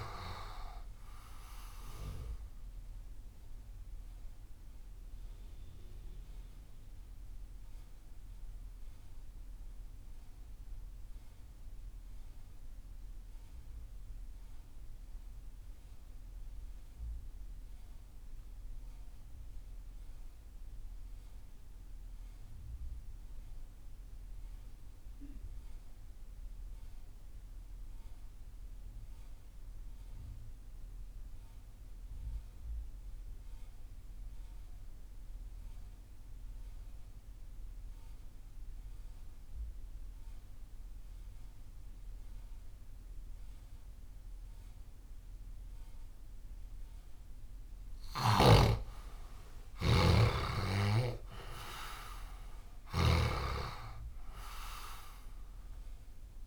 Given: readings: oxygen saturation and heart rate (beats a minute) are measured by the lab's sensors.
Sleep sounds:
breathing in sleep by a room microphone; 1
0.00-21.50 s: oxygen desaturation (device-marked, oxygen 71% lowest)
3.50-45.50 s: obstructive apnea (oxygen 95% before, 71% lowest)
31.50-56.47 s: oxygen desaturation (device-marked, oxygen 97% before, 73% lowest)
47.50-53.00 s: snoring (device-marked)
48.50-53.50 s: arousal
From the record:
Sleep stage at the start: REM sleep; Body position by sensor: on the left side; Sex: male

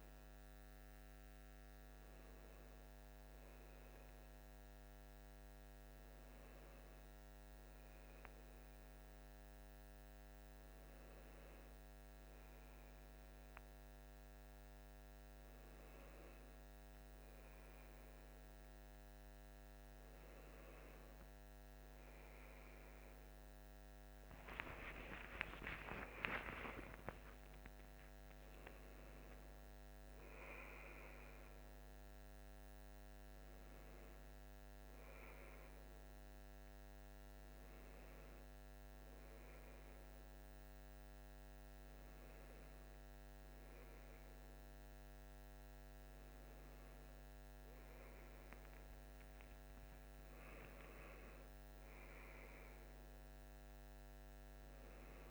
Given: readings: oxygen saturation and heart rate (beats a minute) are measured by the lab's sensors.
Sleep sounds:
a person awake in a sleep study, by a microphone on the trachea; none
none scored
From the record:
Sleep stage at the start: awake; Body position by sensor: on the left side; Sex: male

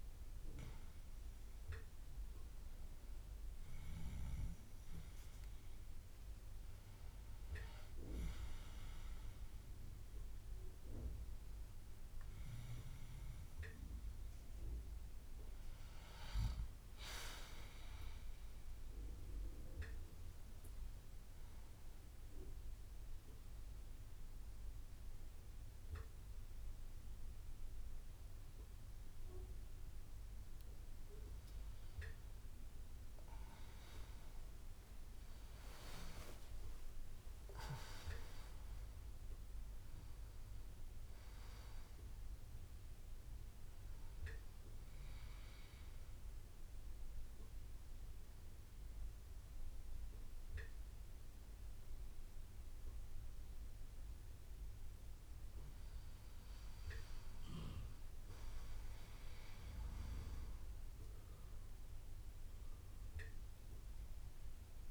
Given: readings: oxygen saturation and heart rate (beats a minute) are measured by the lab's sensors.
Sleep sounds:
a person partly awake in a sleep study, by a room microphone; 1
2.50-10.50 s: bradycardia (device-marked)
13.50-64.91 s: new sleep stage, N1 (lightest sleep)
17.50-28.50 s: bradycardia (device-marked)
33.50-46.50 s: bradycardia (device-marked)
46.00-56.00 s: central apnea (oxygen 98% before, 95% lowest)
52.50-58.50 s: bradycardia (device-marked)
58.50-63.00 s: arousal
From the record:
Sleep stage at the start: awake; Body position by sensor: on the back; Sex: male

